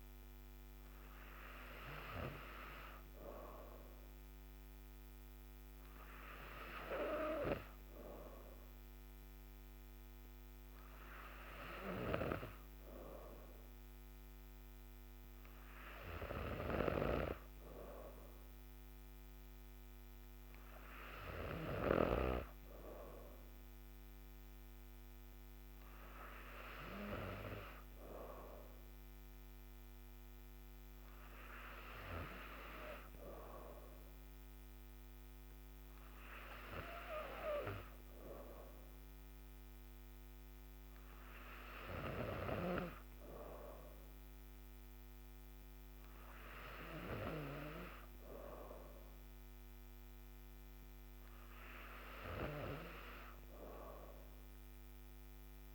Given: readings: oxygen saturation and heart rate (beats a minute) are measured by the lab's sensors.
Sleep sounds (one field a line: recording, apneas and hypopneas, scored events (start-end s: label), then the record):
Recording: breathing in sleep by a microphone on the trachea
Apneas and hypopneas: none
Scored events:
none scored
From the record:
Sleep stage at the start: N3 (deep sleep)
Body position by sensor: on the back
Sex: female